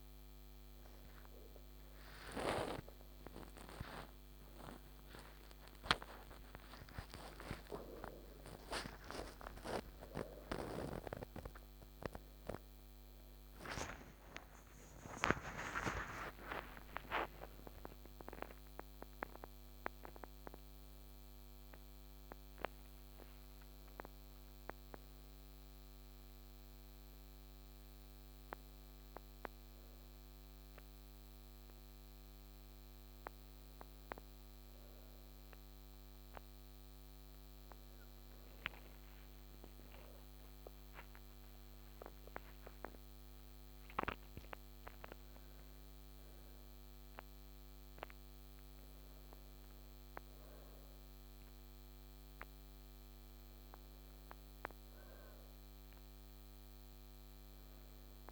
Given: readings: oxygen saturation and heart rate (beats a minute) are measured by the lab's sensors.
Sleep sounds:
a person awake in a sleep study, by a microphone on the trachea; none
44.50-58.32 s: new sleep stage, N2 (light sleep)
From the record:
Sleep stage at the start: awake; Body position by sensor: on the right side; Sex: female

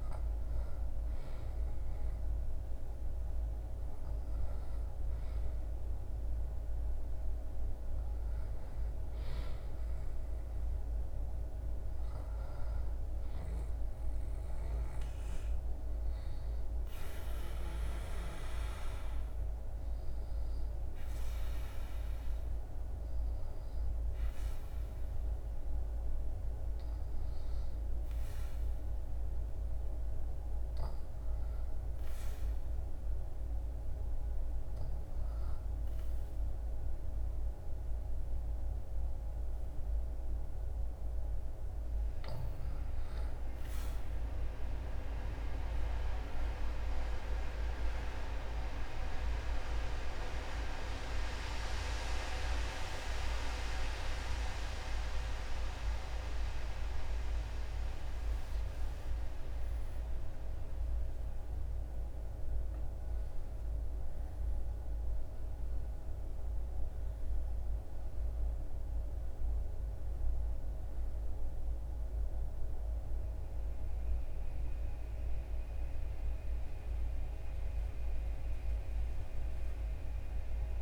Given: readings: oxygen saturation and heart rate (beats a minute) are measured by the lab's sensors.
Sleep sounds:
breathing in sleep by a room microphone; 1
0.00-2.50 s: oxygen desaturation (device-marked, oxygen 79% lowest, heart rate 64 extreme)
6.00-10.50 s: arousal
19.50-40.50 s: hypopnea (oxygen 100% before, 94% lowest, heart rate 85 before, 75 extreme, up 5 after)
41.50-80.82 s: new sleep stage, N1 (lightest sleep)
42.50-75.50 s: oxygen desaturation (device-marked, oxygen 98% before, 94% lowest, heart rate 80 before, 76 extreme)
51.00-56.50 s: arousal
From the record:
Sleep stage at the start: REM sleep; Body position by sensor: on the back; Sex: male

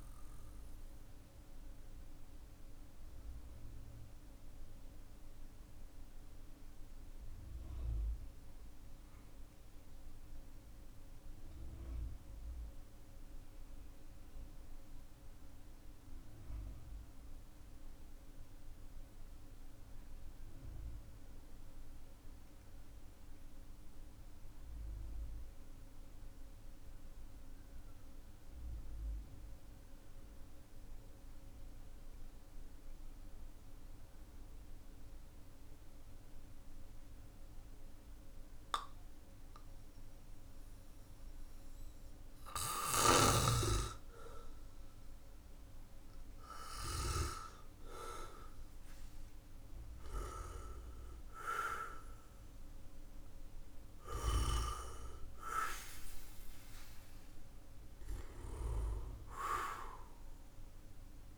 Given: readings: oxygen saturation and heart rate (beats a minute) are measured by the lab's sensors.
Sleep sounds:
breathing in sleep by a room microphone; 1
0.00-21.50 s: oxygen desaturation (device-marked, oxygen 91% lowest, heart rate 42 extreme)
0.50-41.00 s: obstructive apnea (oxygen 98% before, 90% lowest, heart rate 52 before, 45 extreme, up 12 after)
36.50-61.38 s: oxygen desaturation (device-marked, oxygen 99% before, 90% lowest, heart rate 54 before, 44 extreme)
44.50-50.50 s: arousal
From the record:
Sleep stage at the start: N2 (light sleep); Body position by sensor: on the back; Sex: male

